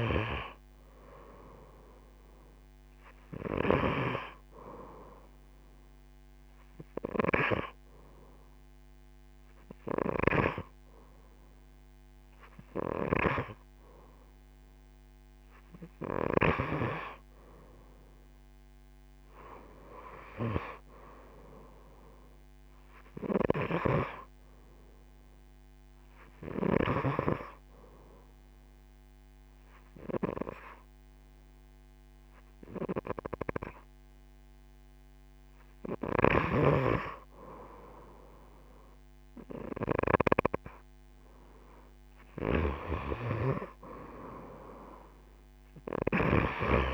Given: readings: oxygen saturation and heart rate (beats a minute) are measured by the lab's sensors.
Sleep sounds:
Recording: breathing in sleep by a microphone on the trachea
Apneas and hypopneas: 1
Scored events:
0.00-16.50 s: oxygen desaturation (device-marked, oxygen 90% lowest)
19.50-22.50 s: arousal
25.50-36.50 s: hypopnea (oxygen 96% before, 90% lowest)
39.00-42.00 s: arousal
45.50-46.94 s: oxygen desaturation (device-marked, oxygen 94% before, 90% lowest)
From the record:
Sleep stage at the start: N2 (light sleep)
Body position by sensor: on the right side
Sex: female

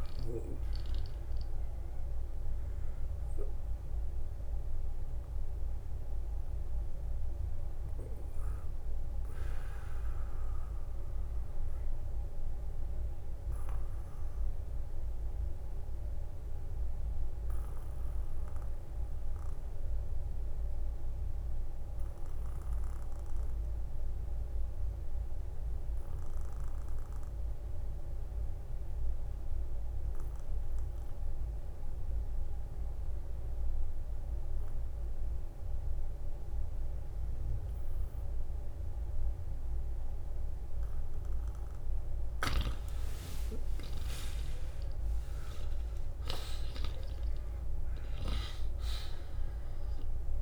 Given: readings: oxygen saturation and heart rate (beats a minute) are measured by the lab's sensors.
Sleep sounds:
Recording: breathing in sleep, hard to hear, by a room microphone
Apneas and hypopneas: 1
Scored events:
0.00-18.00 s: oxygen desaturation (device-marked, oxygen 81% lowest, heart rate 40 extreme)
2.00-40.00 s: obstructive apnea (oxygen 95% before, 79% lowest, heart rate 64 before, 40 extreme, up 18 after)
8.00-50.42 s: new sleep stage, N2 (light sleep)
39.00-50.42 s: oxygen desaturation (device-marked, oxygen 96% before, 79% lowest, heart rate 53 before, 44 extreme)
41.50-43.50 s: long interval between heartbeats (device-marked, heart rate 52 before, 57 extreme)
43.50-49.50 s: arousal
From the record:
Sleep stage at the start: N1 (lightest sleep)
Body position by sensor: on the back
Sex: male

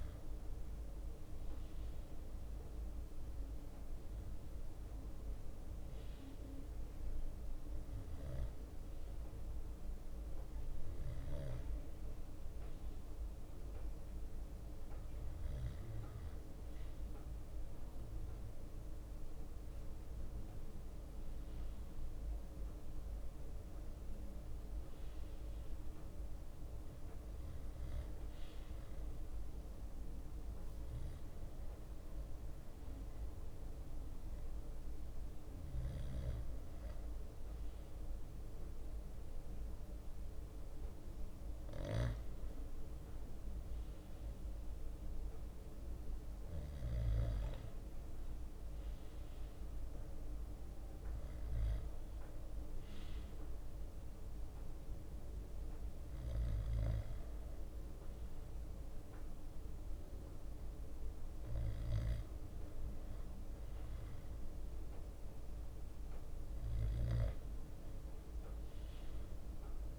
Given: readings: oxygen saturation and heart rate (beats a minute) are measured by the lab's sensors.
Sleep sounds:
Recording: breathing in sleep, hard to hear, by a room microphone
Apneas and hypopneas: none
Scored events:
0.00-69.99 s: bradycardia (device-marked, heart rate 57 extreme)
20.50-24.00 s: arousal
From the record:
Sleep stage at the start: N2 (light sleep)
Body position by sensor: on the back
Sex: male

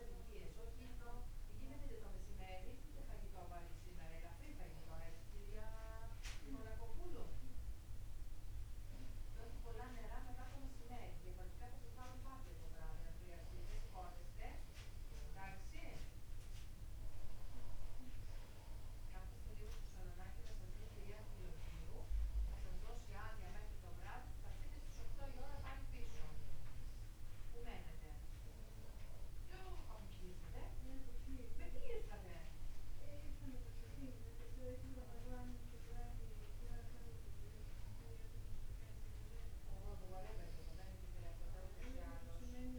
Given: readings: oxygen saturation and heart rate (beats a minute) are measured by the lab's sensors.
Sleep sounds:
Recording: breathing in sleep by a room microphone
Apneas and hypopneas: none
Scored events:
none scored
From the record:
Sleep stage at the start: N2 (light sleep)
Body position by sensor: upright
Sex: male

